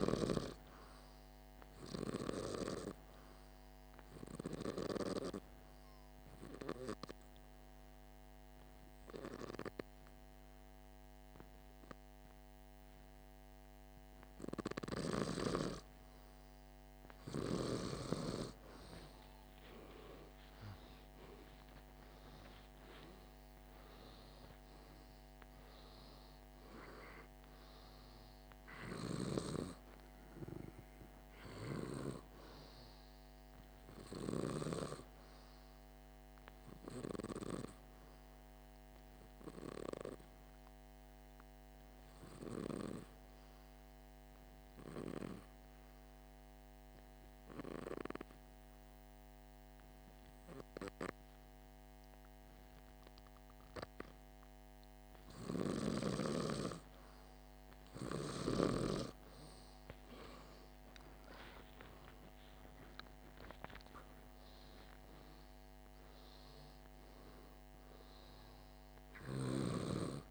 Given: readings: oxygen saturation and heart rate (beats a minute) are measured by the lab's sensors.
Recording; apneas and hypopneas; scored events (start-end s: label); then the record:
breathing in sleep by a microphone on the trachea; 2
5.50-15.50 s: hypopnea (oxygen 100% before, 94% lowest, heart rate 51 before, 50 extreme, up 0 after)
6.50-18.50 s: oxygen desaturation (device-marked, oxygen 100% before, 95% lowest, heart rate 51 before, 50 extreme)
18.00-22.50 s: arousal
25.50-35.50 s: oxygen desaturation (device-marked, oxygen 97% before, 94% lowest, heart rate 50 before, 50 extreme)
39.00-55.50 s: hypopnea (oxygen 97% before, 90% lowest, heart rate 51 before, 49 extreme, up 18 after)
60.50-64.00 s: arousal
From the record:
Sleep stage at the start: N2 (light sleep); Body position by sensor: on the back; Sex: male